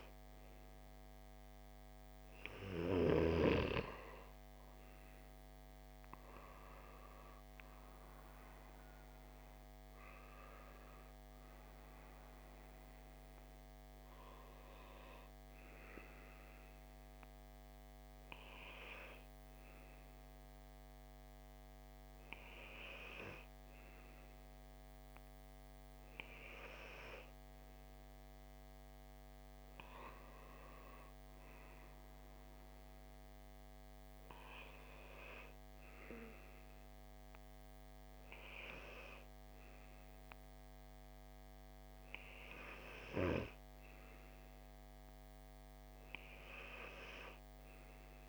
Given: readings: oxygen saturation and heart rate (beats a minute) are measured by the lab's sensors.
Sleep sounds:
breathing in sleep by a microphone on the trachea; none
0.00-29.00 s: oxygen desaturation (device-marked, oxygen 93% lowest, heart rate 53 extreme)
From the record:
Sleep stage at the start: N2 (light sleep); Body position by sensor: on the left side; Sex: male

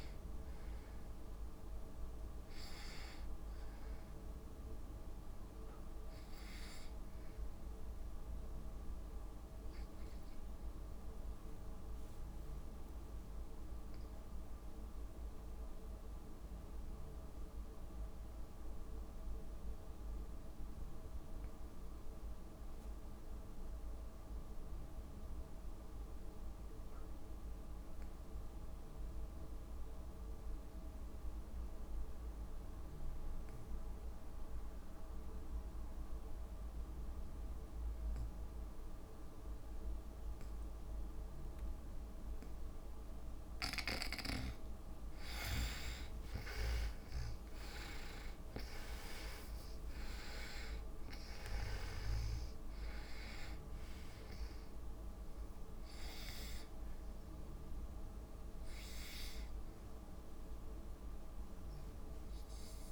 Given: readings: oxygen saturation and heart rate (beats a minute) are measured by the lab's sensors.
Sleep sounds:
breathing in sleep by a room microphone; 1
0.00-11.00 s: oxygen desaturation (device-marked, oxygen 78% lowest, heart rate 56 extreme)
11.50-42.50 s: obstructive apnea (oxygen 97% before, 74% lowest, heart rate 75 before, 55 extreme, up 13 after)
32.00-62.92 s: oxygen desaturation (device-marked, oxygen 99% before, 74% lowest, heart rate 57 before, 55 extreme)
46.00-50.00 s: arousal
From the record:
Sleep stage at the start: N2 (light sleep); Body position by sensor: on the back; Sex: female

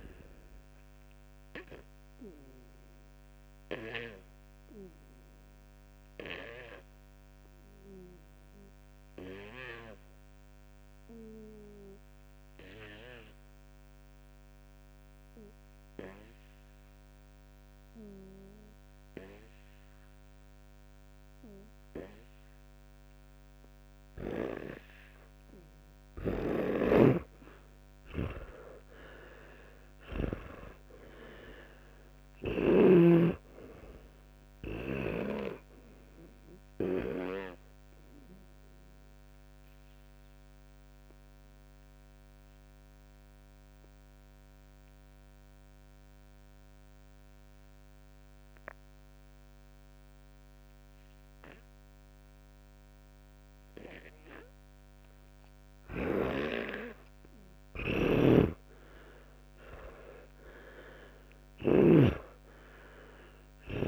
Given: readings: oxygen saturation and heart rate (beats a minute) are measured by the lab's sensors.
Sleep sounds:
breathing in sleep by a microphone on the trachea; 2
1.50-18.50 s: oxygen desaturation (device-marked, oxygen 98% before, 90% lowest)
1.50-25.00 s: obstructive apnea (oxygen 98% before, 88% lowest)
20.50-31.50 s: oxygen desaturation (device-marked, oxygen 92% before, 89% lowest)
26.50-30.50 s: snoring (device-marked)
29.00-33.00 s: arousal
36.50-57.00 s: obstructive apnea (oxygen 98% before, 87% lowest, heart rate 48 before, 25 extreme)
41.50-63.50 s: oxygen desaturation (device-marked, oxygen 98% before, 88% lowest)
57.50-62.00 s: snoring (device-marked)
61.00-63.88 s: arousal
From the record:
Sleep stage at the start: N2 (light sleep); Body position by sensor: on the back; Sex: male

